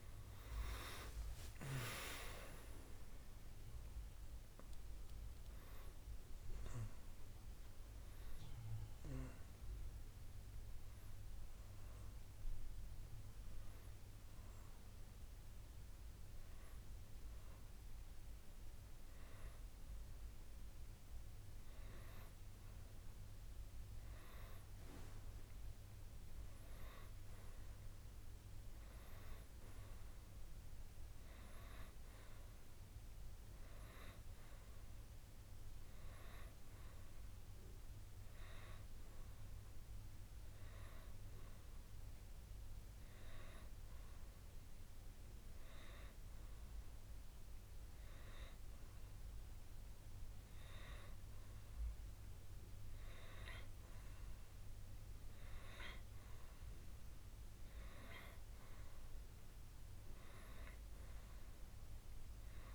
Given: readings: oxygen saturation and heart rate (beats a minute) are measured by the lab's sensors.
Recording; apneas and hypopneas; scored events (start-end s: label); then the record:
breathing in sleep by a room microphone; 1
0.00-7.00 s: oxygen desaturation (device-marked, oxygen 91% lowest, heart rate 65 extreme)
8.50-19.50 s: hypopnea (oxygen 95% before, 91% lowest, heart rate 73 before, 65 extreme, up 4 after)
23.00-27.50 s: arousal
34.00-51.00 s: oxygen desaturation (device-marked, oxygen 96% before, 92% lowest, heart rate 67 before, 65 extreme)
From the record:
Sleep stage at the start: N1 (lightest sleep); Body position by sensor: on the right side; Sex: male